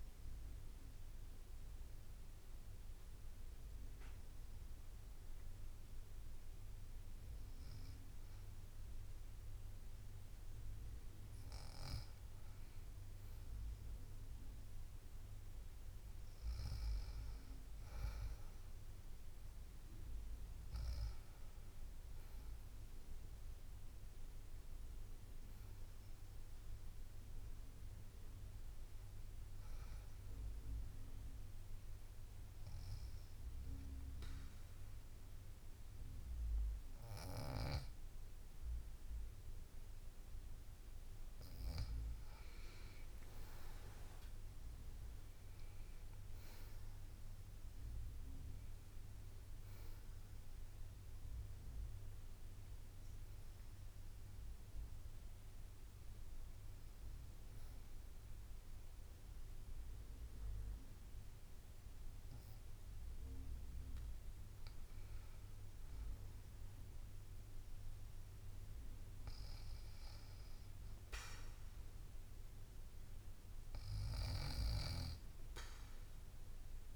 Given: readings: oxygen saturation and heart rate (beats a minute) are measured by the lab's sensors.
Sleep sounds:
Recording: breathing in sleep by a room microphone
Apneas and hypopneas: 2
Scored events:
22.00-27.00 s: arousal
29.50-40.50 s: hypopnea (oxygen 94% before, 92% lowest, heart rate 62 before, 59 extreme, up 6 after)
30.00-76.96 s: new sleep stage, N2 (light sleep)
42.50-47.00 s: arousal
53.50-64.00 s: obstructive apnea (oxygen 95% before, 92% lowest, heart rate 64 before, 59 extreme, up 4 after)
56.00-58.00 s: bradycardia (device-marked, heart rate 66 before, 61 extreme)
66.50-70.50 s: arousal
From the record:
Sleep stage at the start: N1 (lightest sleep)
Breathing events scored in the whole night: 332 in 4.6 hours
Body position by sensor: on the back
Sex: female

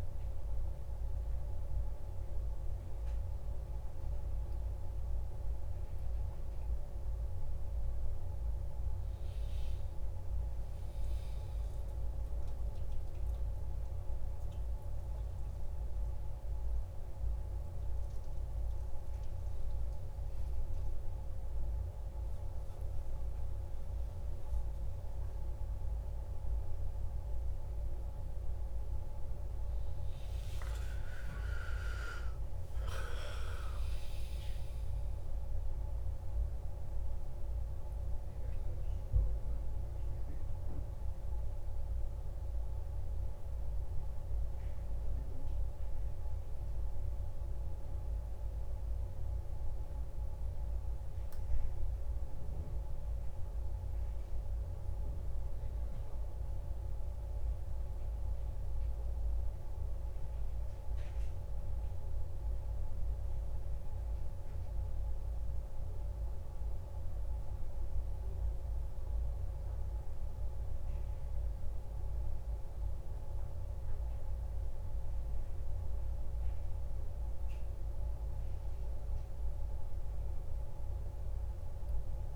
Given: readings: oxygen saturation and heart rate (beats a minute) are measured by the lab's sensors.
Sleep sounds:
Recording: a person partly awake in a sleep study, hard to hear, by a room microphone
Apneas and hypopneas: 1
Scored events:
16.00-82.36 s: new sleep stage, N1 (lightest sleep)
39.50-56.50 s: hypopnea (oxygen 97% before, 95% lowest, heart rate 63 before, 56 extreme, up 4 after)
59.50-63.50 s: arousal
From the record:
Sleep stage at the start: awake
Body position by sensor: on the back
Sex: male

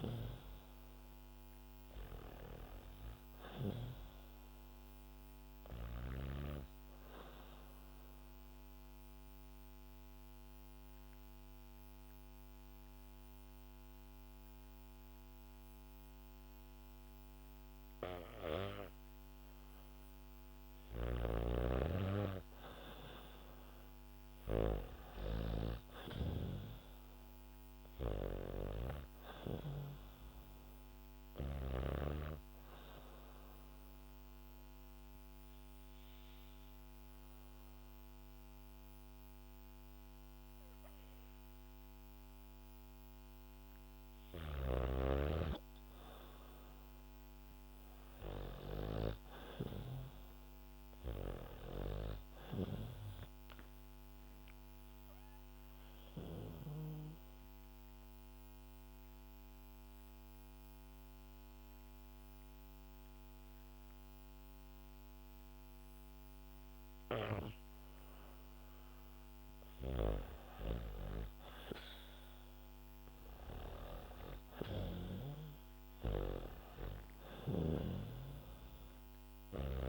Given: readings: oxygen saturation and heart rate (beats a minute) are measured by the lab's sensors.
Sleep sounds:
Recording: breathing in sleep by a microphone on the trachea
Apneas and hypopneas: 3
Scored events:
0.00-1.50 s: arousal
2.50-16.50 s: oxygen desaturation (device-marked, oxygen 98% before, 94% lowest, heart rate 64 before, 61 extreme)
7.00-20.50 s: obstructive apnea (oxygen 98% before, 92% lowest, heart rate 64 before, 61 extreme, up 2 after)
20.50-31.00 s: snoring (device-marked)
23.00-27.00 s: arousal
24.50-38.50 s: oxygen desaturation (device-marked, oxygen 97% before, 92% lowest, heart rate 69 before, 61 extreme)
32.00-45.00 s: hypopnea (oxygen 97% before, 92% lowest, heart rate 69 before, 61 extreme, up 8 after)
47.00-49.00 s: arousal
55.00-67.00 s: obstructive apnea (oxygen 97% before, 92% lowest, heart rate 65 before, 58 extreme, up 2 after)
70.00-74.00 s: arousal
73.50-79.89 s: oxygen desaturation (device-marked, oxygen 96% before, 92% lowest, heart rate 68 before, 58 extreme)
From the record:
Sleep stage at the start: N2 (light sleep)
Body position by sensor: on the back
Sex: female

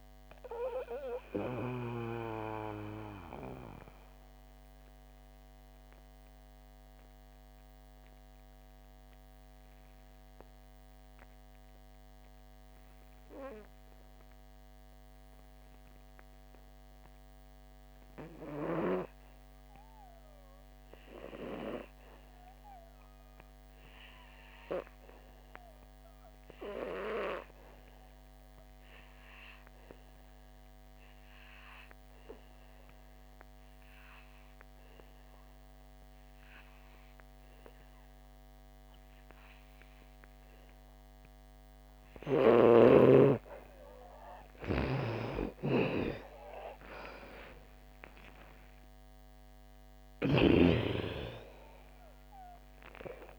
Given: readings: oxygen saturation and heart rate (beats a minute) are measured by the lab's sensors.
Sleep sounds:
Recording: breathing in sleep by a microphone on the trachea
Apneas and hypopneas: 1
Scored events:
0.00-21.00 s: oxygen desaturation (device-marked, oxygen 74% lowest, heart rate 56 extreme)
1.00-44.00 s: mixed apnea (oxygen 98% before, 74% lowest, heart rate 93 before, 56 extreme, up 11 after)
27.00-53.39 s: oxygen desaturation (device-marked, oxygen 98% before, 74% lowest, heart rate 64 before, 58 extreme)
45.50-50.50 s: arousal
From the record:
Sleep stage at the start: N2 (light sleep)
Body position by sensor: on the back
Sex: female

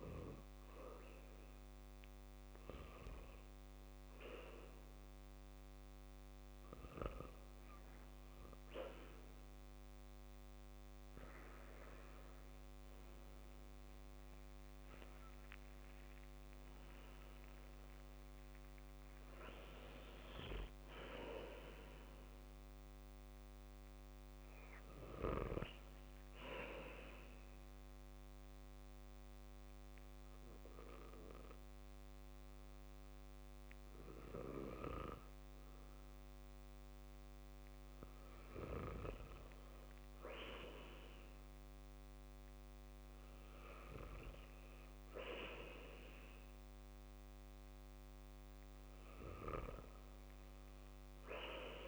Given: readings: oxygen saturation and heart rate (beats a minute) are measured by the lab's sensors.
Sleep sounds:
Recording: breathing in sleep by a microphone on the trachea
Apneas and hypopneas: 1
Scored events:
0.00-12.50 s: oxygen desaturation (device-marked, oxygen 91% lowest, heart rate 62 extreme)
16.00-19.50 s: arousal
27.00-38.50 s: hypopnea (oxygen 94% before, 92% lowest, heart rate 73 before, 67 extreme)
41.00-44.50 s: arousal
From the record:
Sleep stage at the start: N2 (light sleep)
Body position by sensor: on the back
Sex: male

